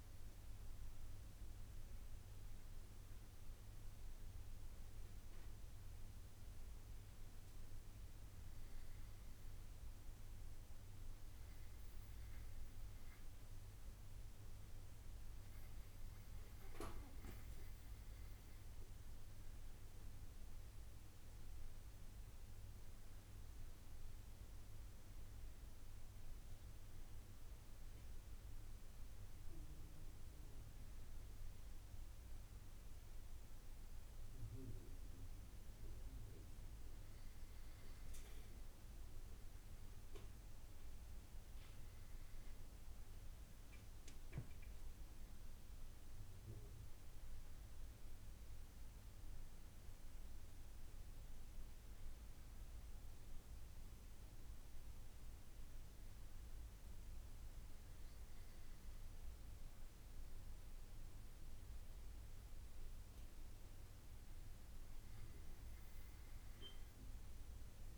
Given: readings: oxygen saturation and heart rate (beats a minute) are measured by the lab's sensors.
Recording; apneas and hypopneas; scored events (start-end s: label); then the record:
breathing in sleep, hard to hear, by a room microphone; none
33.00-37.50 s: arousal
From the record:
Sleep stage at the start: N2 (light sleep); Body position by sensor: on the back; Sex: male